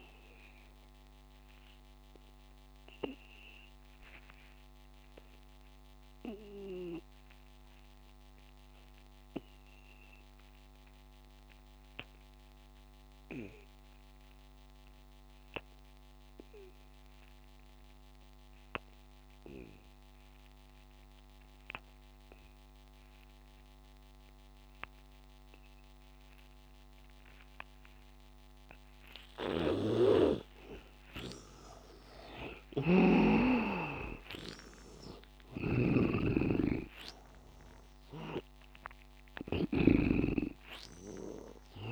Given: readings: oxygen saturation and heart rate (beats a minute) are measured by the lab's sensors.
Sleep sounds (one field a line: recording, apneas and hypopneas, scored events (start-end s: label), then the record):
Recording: breathing in sleep by a microphone on the trachea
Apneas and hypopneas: 1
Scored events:
0.00-5.50 s: oxygen desaturation (device-marked, oxygen 80% lowest, heart rate 83 extreme)
0.50-29.00 s: obstructive apnea (oxygen 100% before, 78% lowest, heart rate 93 before, 83 extreme, up 12 after)
4.00-6.00 s: long interval between heartbeats (device-marked, heart rate 95 before, 107 extreme)
25.50-41.91 s: oxygen desaturation (device-marked, oxygen 98% before, 79% lowest, heart rate 91 before, 78 extreme)
29.50-40.00 s: snoring (device-marked)
32.00-36.00 s: arousal
From the record:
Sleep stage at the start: N2 (light sleep)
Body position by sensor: on the back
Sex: male